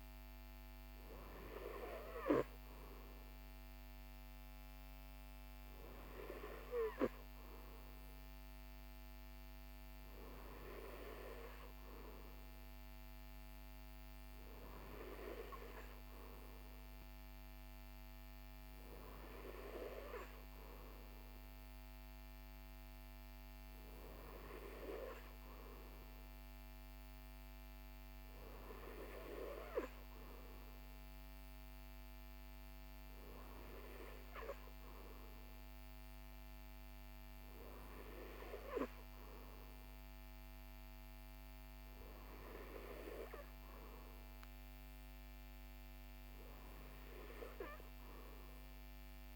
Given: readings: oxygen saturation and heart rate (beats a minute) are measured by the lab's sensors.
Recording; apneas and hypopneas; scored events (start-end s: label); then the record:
breathing in sleep by a microphone on the trachea; none
none scored
From the record:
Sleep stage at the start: N3 (deep sleep); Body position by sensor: on the right side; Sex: male